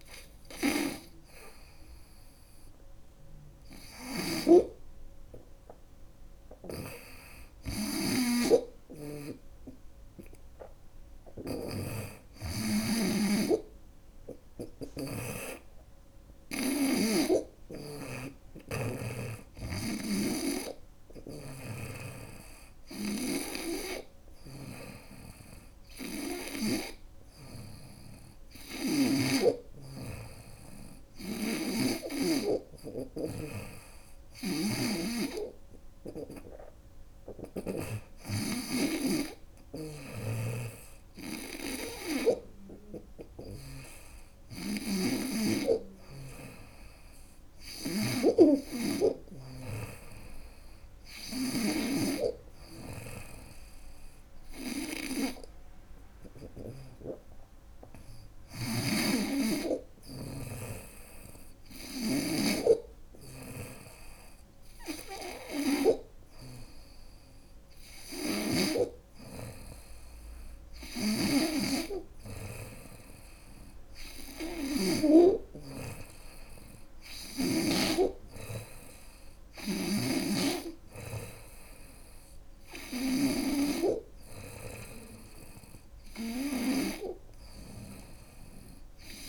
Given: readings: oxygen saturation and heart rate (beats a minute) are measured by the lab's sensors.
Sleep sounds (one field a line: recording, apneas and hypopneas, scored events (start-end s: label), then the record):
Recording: breathing in sleep by a room microphone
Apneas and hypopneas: none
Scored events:
3.50-28.50 s: snoring (device-marked)
30.50-37.00 s: snoring (device-marked)
39.00-51.00 s: snoring (device-marked)
57.50-61.50 s: snoring (device-marked)
70.00-74.50 s: snoring (device-marked)
79.00-83.00 s: snoring (device-marked)
From the record:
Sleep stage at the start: N2 (light sleep)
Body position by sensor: on the front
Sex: female